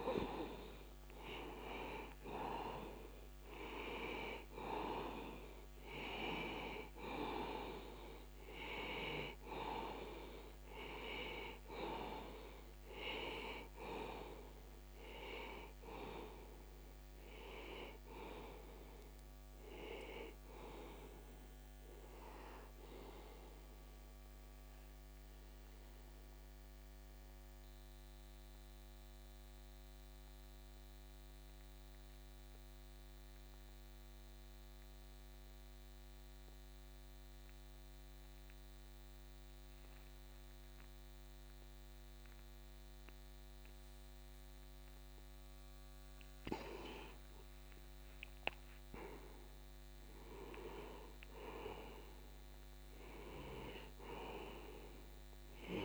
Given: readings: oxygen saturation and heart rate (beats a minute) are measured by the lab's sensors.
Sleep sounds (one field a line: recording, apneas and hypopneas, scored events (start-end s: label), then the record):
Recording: breathing in sleep by a microphone on the trachea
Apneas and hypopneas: 1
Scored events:
0.00-2.00 s: arousal
0.50-36.50 s: oxygen desaturation (device-marked, oxygen 97% before, 86% lowest, heart rate 53 before, 44 extreme)
23.50-48.00 s: mixed apnea (oxygen 97% before, 86% lowest, heart rate 57 before, 35 extreme)
48.50-52.50 s: arousal
From the record:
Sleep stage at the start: N2 (light sleep)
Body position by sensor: on the back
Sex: male